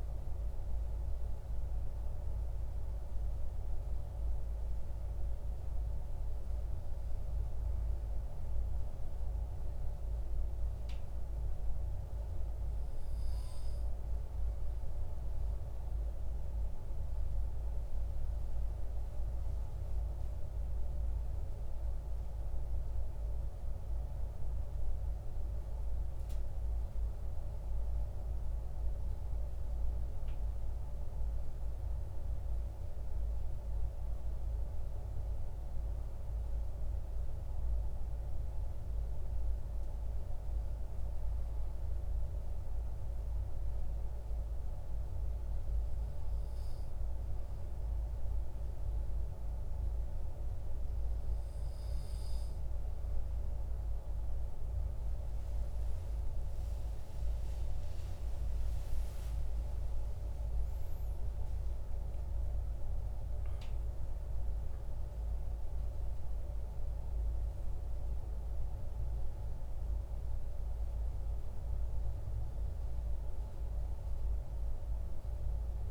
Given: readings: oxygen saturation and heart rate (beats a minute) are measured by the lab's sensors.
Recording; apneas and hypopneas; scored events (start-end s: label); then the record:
breathing in sleep, hard to hear, by a room microphone; 2
2.50-14.00 s: obstructive apnea (oxygen 97% before, 95% lowest, heart rate 60 before, 51 extreme, up 19 after)
17.00-23.00 s: arousal
39.00-54.00 s: obstructive apnea (oxygen 97% before, 95% lowest, heart rate 66 before, 50 extreme, up 29 after)
56.00-61.50 s: arousal
From the record:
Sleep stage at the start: REM sleep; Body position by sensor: on the back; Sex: male